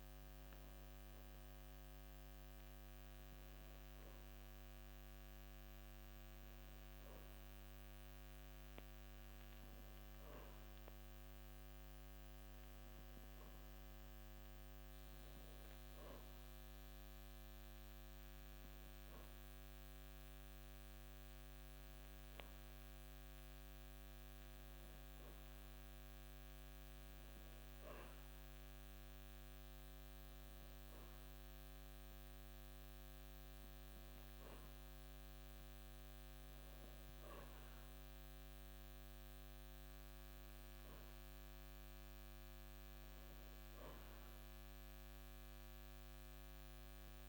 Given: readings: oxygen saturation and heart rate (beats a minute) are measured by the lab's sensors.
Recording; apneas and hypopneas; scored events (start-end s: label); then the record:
a person awake in a sleep study, hard to hear, by a microphone on the trachea; none
0.00-1.00 s: oxygen desaturation (device-marked, oxygen 93% lowest)
From the record:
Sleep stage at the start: awake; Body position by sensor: on the back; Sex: male